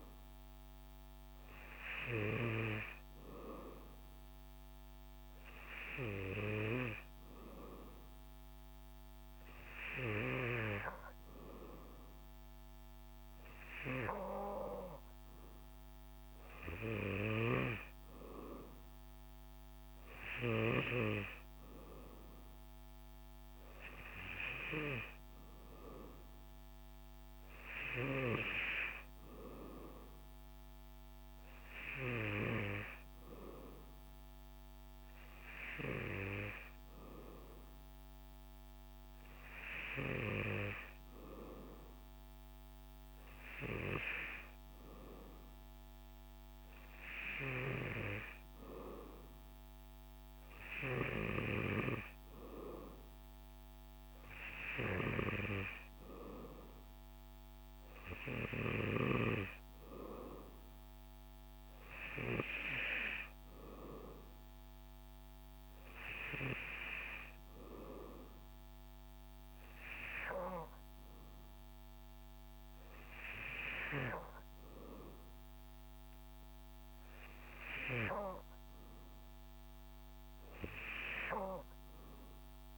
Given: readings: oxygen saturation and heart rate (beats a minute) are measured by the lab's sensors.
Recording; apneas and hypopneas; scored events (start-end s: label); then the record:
breathing in sleep by a microphone on the trachea; none
none scored
From the record:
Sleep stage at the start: N2 (light sleep); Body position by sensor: on the back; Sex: male